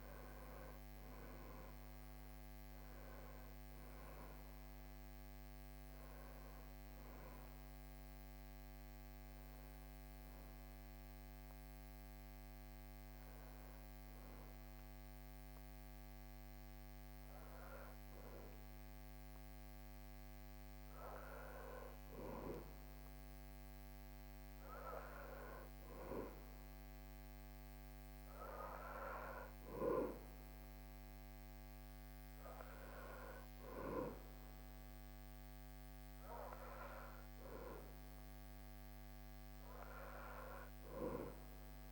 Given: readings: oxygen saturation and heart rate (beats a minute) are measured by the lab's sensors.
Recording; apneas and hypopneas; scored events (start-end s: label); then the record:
breathing in sleep by a microphone on the trachea; none
none scored
From the record:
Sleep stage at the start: N2 (light sleep); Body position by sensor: on the back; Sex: male